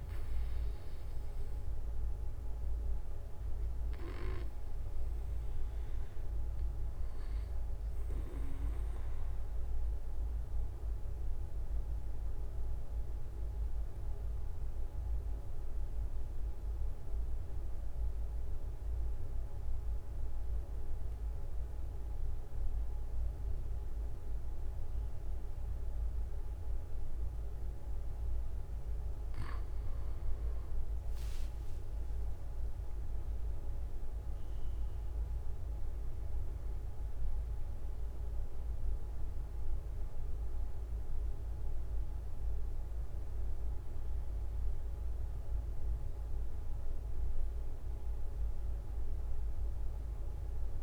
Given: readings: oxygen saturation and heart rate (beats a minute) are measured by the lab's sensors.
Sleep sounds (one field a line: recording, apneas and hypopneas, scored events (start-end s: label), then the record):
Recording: breathing in sleep, hard to hear, by a room microphone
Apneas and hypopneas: 1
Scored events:
3.00-5.00 s: long interval between heartbeats (device-marked, heart rate 38 before, 29 extreme)
8.50-28.00 s: obstructive apnea (oxygen 97% before, 93% lowest, heart rate 33 before, 38 extreme, up 10 after)
25.00-50.83 s: new sleep stage, REM sleep
31.00-35.50 s: arousal
35.50-37.50 s: long interval between heartbeats (device-marked, heart rate 48 before, 53 extreme)
42.50-44.50 s: long interval between heartbeats (device-marked, heart rate 48 before, 42 extreme)
48.50-50.50 s: long interval between heartbeats (device-marked, heart rate 46 before, 38 extreme)
From the record:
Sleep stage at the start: N2 (light sleep)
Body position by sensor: on the right side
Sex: male